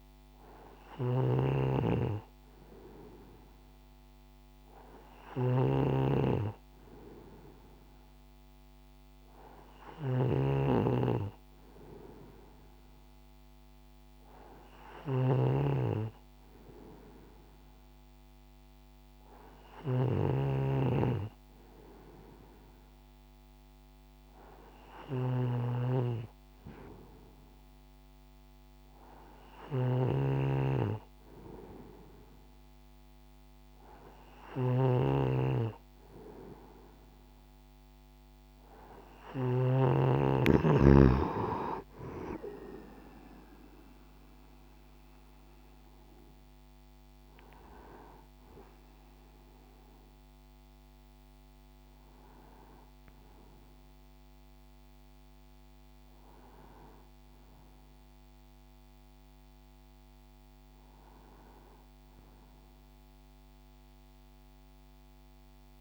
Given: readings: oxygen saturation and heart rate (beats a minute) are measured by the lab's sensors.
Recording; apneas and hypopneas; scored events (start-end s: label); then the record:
breathing in sleep by a microphone on the trachea; none
0.00-39.50 s: snoring (device-marked)
64.00-65.81 s: new sleep stage, awake
From the record:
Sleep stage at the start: N2 (light sleep); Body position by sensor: on the right side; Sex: male